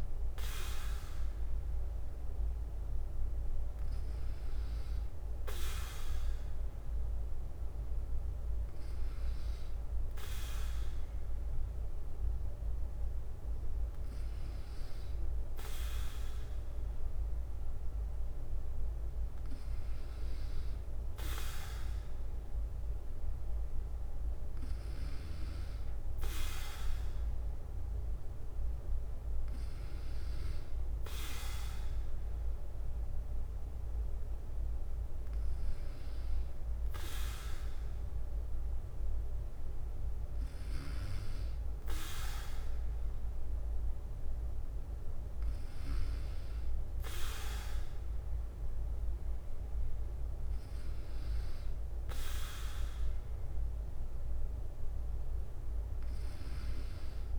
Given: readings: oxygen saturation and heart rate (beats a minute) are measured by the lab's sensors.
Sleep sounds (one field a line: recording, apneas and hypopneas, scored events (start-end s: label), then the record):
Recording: breathing in sleep by a room microphone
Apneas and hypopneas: none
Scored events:
0.00-57.39 s: bradycardia (device-marked, heart rate 52 extreme)
From the record:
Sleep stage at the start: N2 (light sleep)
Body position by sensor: on the back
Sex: male